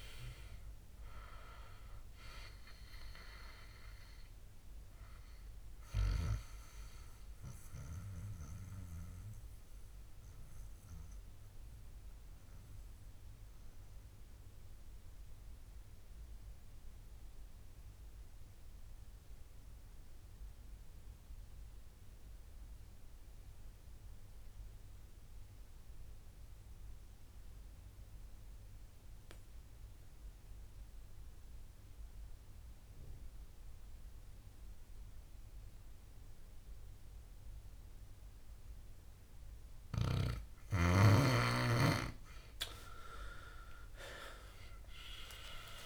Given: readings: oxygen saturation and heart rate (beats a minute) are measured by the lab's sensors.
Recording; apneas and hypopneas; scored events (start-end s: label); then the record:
breathing in sleep by a room microphone; 1
0.00-19.50 s: oxygen desaturation (device-marked, oxygen 92% lowest, heart rate 57 extreme)
7.50-40.50 s: mixed apnea (oxygen 99% before, 89% lowest, heart rate 71 before, 57 extreme, up 17 after)
34.50-45.86 s: oxygen desaturation (device-marked, oxygen 98% before, 89% lowest, heart rate 60 before, 58 extreme)
43.00-45.86 s: arousal
From the record:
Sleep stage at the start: N2 (light sleep); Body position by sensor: on the back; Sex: male